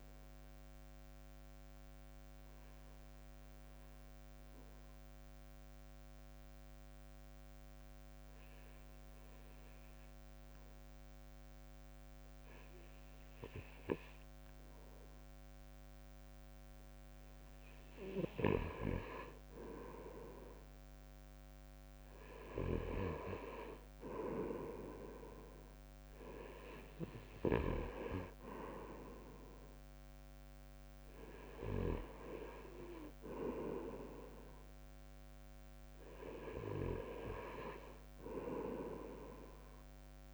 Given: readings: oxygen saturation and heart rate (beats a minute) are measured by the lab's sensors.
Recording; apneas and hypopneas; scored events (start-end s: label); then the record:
breathing in sleep by a microphone on the trachea; 1
1.00-18.00 s: obstructive apnea (oxygen 97% before, 93% lowest, heart rate 58 before, 52 extreme, up 6 after)
3.00-17.00 s: drop in pulse transit time (device-marked, heart rate 58 before, 52 extreme)
21.00-25.00 s: arousal
30.00-40.34 s: oxygen desaturation (device-marked, oxygen 97% before, 93% lowest, heart rate 56 before, 59 extreme)
From the record:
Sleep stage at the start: N2 (light sleep); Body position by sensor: on the back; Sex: male